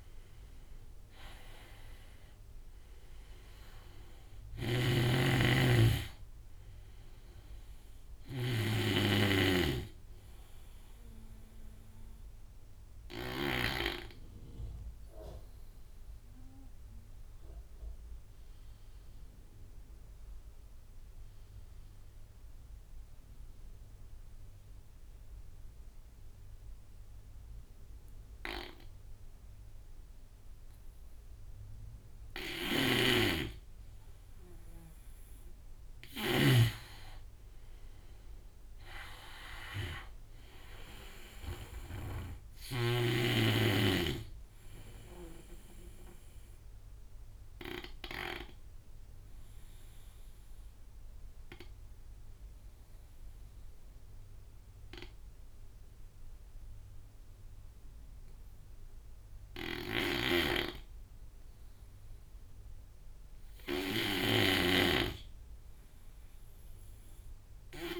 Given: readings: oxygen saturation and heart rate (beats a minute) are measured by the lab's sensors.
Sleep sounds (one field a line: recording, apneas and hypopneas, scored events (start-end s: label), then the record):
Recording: breathing in sleep by a room microphone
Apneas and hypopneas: 2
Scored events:
0.00-2.50 s: arousal
0.00-13.00 s: snoring (device-marked)
0.00-16.00 s: oxygen desaturation (device-marked, oxygen 87% lowest)
12.00-31.00 s: obstructive apnea (oxygen 97% before, 87% lowest)
27.50-47.50 s: snoring (device-marked)
33.50-36.50 s: arousal
38.00-54.00 s: oxygen desaturation (device-marked, oxygen 97% before, 87% lowest)
45.00-60.50 s: obstructive apnea (oxygen 99% before, 87% lowest)
58.50-68.00 s: snoring (device-marked)
63.50-66.50 s: arousal
67.00-68.00 s: oxygen desaturation (device-marked, oxygen 96% before, 87% lowest)
From the record:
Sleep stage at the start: N2 (light sleep)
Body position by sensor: on the right side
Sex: male